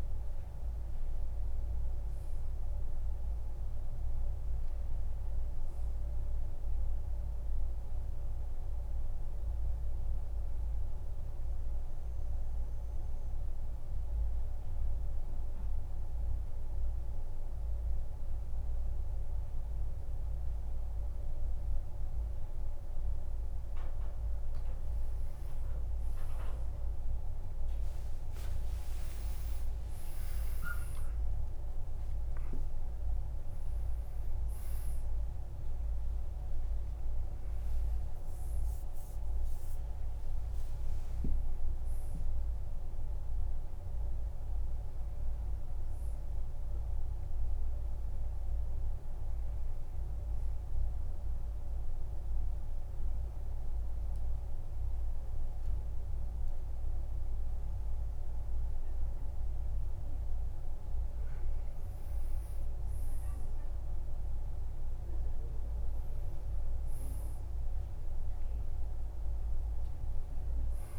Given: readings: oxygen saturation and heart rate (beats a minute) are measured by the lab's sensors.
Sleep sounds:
breathing in sleep, hard to hear, by a room microphone; 2
10.50-23.50 s: obstructive apnea (oxygen 99% before, 92% lowest, heart rate 60 before, 50 extreme, up 36 after)
25.50-30.00 s: arousal
25.50-55.50 s: new sleep stage, N1 (lightest sleep)
26.50-51.50 s: oxygen desaturation (device-marked, oxygen 97% before, 92% lowest, heart rate 53 before, 53 extreme)
29.00-31.00 s: long interval between heartbeats (device-marked, heart rate 53 before, 79 extreme)
39.00-41.00 s: long interval between heartbeats (device-marked, heart rate 67 before, 93 extreme)
51.00-61.50 s: mixed apnea (oxygen 97% before, 92% lowest, heart rate 78 before, 53 extreme, up 7 after)
55.50-70.99 s: new sleep stage, N2 (light sleep)
63.50-67.00 s: arousal
From the record:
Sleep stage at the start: N2 (light sleep); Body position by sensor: on the back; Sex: male

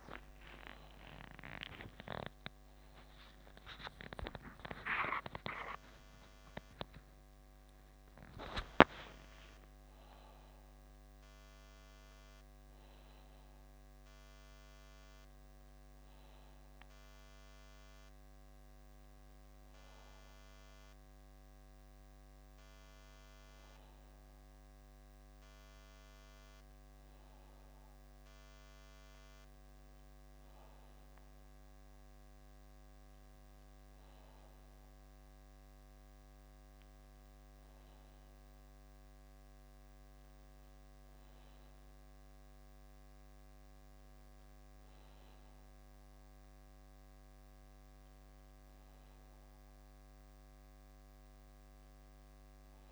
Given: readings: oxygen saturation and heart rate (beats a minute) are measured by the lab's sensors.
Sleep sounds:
breathing in sleep by a microphone on the trachea; none
0.00-8.00 s: arousal
1.00-3.00 s: long interval between heartbeats (device-marked, heart rate 61 before, 79 extreme)
1.00-9.00 s: tachycardia (device-marked, heart rate 62 before, 179 extreme)
4.00-6.00 s: long interval between heartbeats (device-marked, heart rate 65 before, 121 extreme)
6.50-8.50 s: long interval between heartbeats (device-marked, heart rate 73 before, 167 extreme)
12.00-42.00 s: new sleep stage, N1 (lightest sleep)
42.00-52.92 s: new sleep stage, N2 (light sleep)
From the record:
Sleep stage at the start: REM sleep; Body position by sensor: on the back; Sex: male

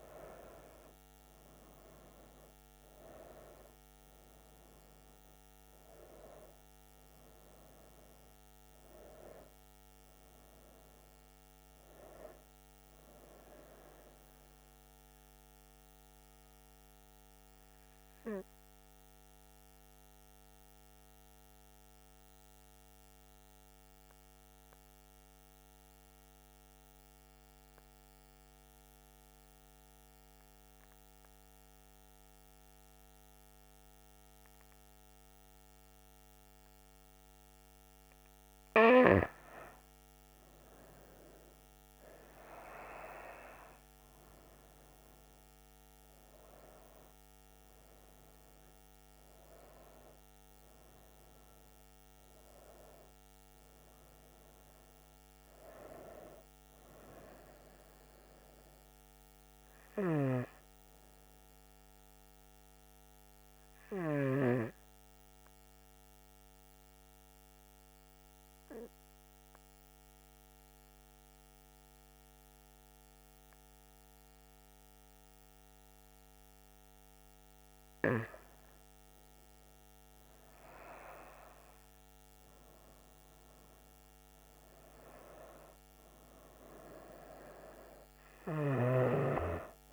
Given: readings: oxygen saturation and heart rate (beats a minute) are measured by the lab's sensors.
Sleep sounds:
breathing in sleep by a microphone on the trachea; 2
0.00-18.50 s: oxygen desaturation (device-marked, oxygen 91% lowest, heart rate 66 extreme)
20.00-37.50 s: central apnea (oxygen 97% before, 92% lowest, heart rate 79 before, 66 extreme, up 9 after)
35.50-60.50 s: oxygen desaturation (device-marked, oxygen 97% before, 92% lowest, heart rate 69 before, 66 extreme)
39.50-44.00 s: arousal
65.00-77.00 s: central apnea (oxygen 97% before, 92% lowest, heart rate 76 before, 66 extreme, up 11 after)
79.00-82.50 s: arousal
From the record:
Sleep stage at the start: N2 (light sleep); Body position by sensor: on the back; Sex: female

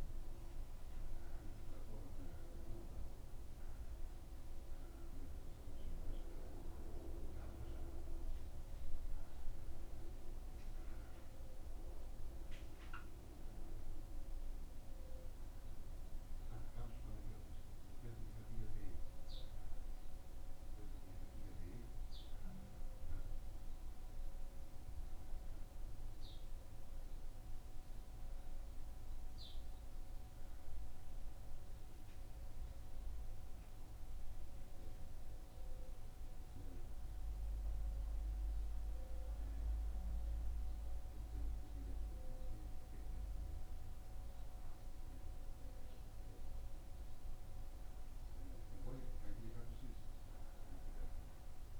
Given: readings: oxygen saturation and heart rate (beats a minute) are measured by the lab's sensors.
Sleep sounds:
breathing in sleep by a room microphone; 1
24.50-28.50 s: arousal
32.50-47.50 s: hypopnea (oxygen 95% before, 92% lowest, heart rate 76 before, 75 extreme, up 1 after)
From the record:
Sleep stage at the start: N1 (lightest sleep); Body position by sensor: on the back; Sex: male

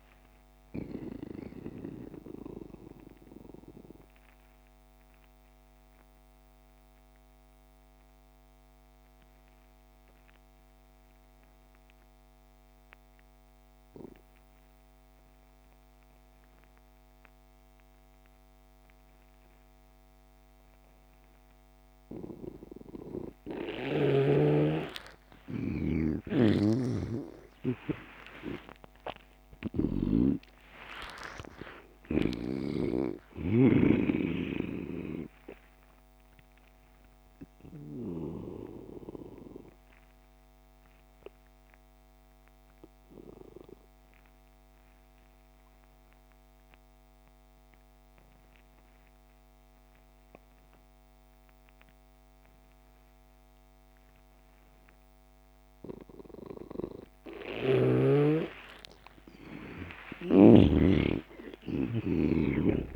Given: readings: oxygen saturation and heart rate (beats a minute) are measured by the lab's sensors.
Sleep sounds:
breathing in sleep by a microphone on the trachea; 2
0.00-12.00 s: oxygen desaturation (device-marked, oxygen 83% lowest)
0.50-24.50 s: obstructive apnea (oxygen 99% before, 83% lowest)
26.50-30.50 s: arousal
26.50-30.50 s: snoring (device-marked)
28.00-50.00 s: oxygen desaturation (device-marked, oxygen 98% before, 86% lowest)
36.50-58.50 s: obstructive apnea (oxygen 98% before, 84% lowest)
58.00-62.96 s: oxygen desaturation (device-marked, oxygen 97% before, 86% lowest)
59.50-62.96 s: arousal
From the record:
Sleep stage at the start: N2 (light sleep); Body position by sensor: on the back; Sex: male

